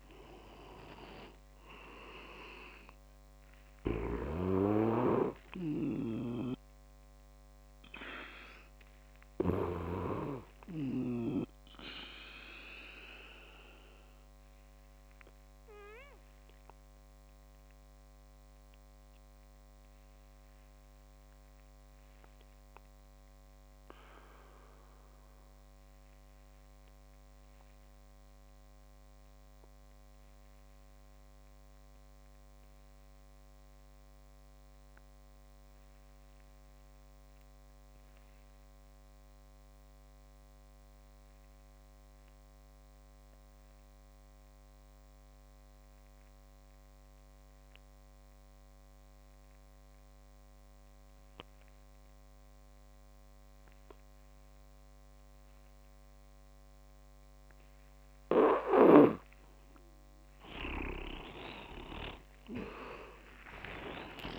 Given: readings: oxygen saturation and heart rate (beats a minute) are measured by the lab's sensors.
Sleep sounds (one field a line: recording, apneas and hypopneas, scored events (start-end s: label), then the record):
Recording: breathing in sleep by a microphone on the trachea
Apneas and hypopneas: 1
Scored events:
4.00-10.00 s: snoring (device-marked)
13.00-55.50 s: obstructive apnea (oxygen 98% before, 85% lowest)
62.50-64.39 s: arousal
62.50-64.39 s: oxygen desaturation (device-marked, oxygen 97% before, 85% lowest)
From the record:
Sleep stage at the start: N2 (light sleep)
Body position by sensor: on the back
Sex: male